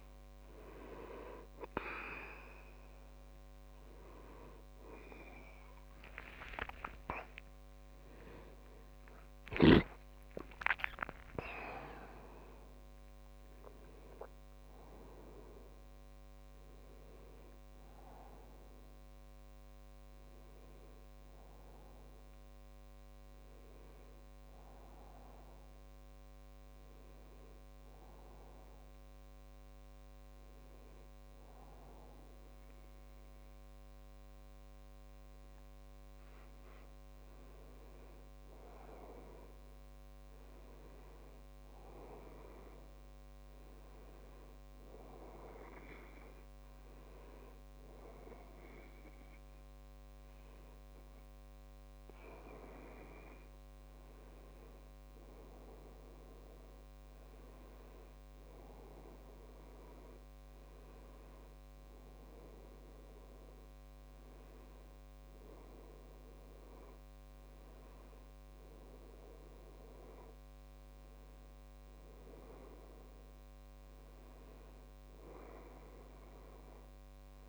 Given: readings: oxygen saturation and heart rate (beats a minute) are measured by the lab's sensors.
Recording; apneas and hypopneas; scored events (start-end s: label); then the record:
breathing in sleep by a microphone on the trachea; 1
6.50-11.00 s: arousal
15.50-75.50 s: new sleep stage, N1 (lightest sleep)
28.50-39.50 s: hypopnea (oxygen 97% before, 96% lowest, heart rate 77 before, 64 extreme, up 5 after)
42.00-45.00 s: arousal
75.50-77.48 s: new sleep stage, N2 (light sleep)
76.00-77.48 s: arousal
From the record:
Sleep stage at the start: N2 (light sleep); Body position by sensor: on the back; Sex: male